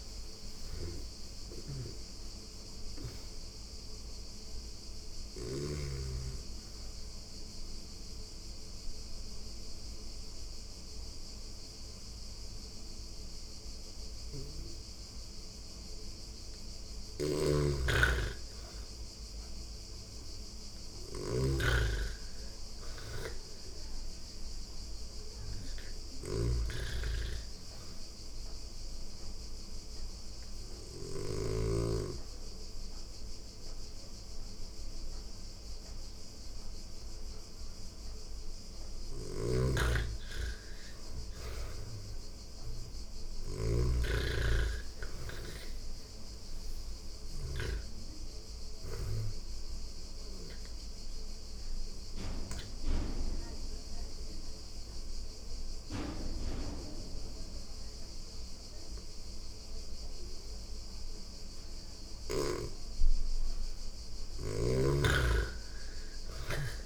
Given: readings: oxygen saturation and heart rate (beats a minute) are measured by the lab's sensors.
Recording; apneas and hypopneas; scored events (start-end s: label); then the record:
breathing in sleep by a room microphone; 3
0.00-2.00 s: arousal
0.00-16.00 s: oxygen desaturation (device-marked, oxygen 86% lowest)
0.50-5.00 s: snoring (device-marked)
6.00-16.00 s: obstructive apnea (oxygen 97% before, 86% lowest)
16.00-30.50 s: snoring (device-marked)
18.00-22.00 s: arousal
28.00-39.00 s: obstructive apnea (oxygen 98% before, 86% lowest)
28.00-40.00 s: oxygen desaturation (device-marked, oxygen 98% before, 91% lowest)
38.50-47.00 s: snoring (device-marked)
41.00-44.50 s: arousal
48.00-60.00 s: oxygen desaturation (device-marked, oxygen 97% before, 90% lowest)
50.00-62.00 s: obstructive apnea (oxygen 98% before, 86% lowest)
From the record:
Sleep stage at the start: N2 (light sleep); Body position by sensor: on the back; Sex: female